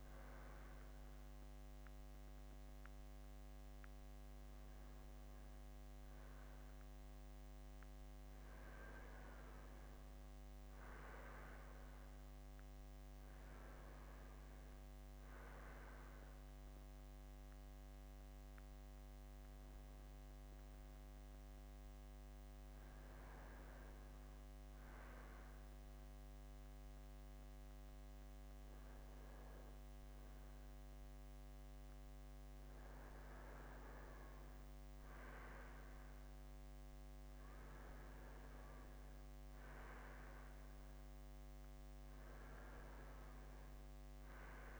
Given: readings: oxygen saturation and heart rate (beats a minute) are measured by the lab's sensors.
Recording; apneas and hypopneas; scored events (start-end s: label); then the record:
breathing in sleep, hard to hear, by a microphone on the trachea; none
none scored
From the record:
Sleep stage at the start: N2 (light sleep); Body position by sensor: on the front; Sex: male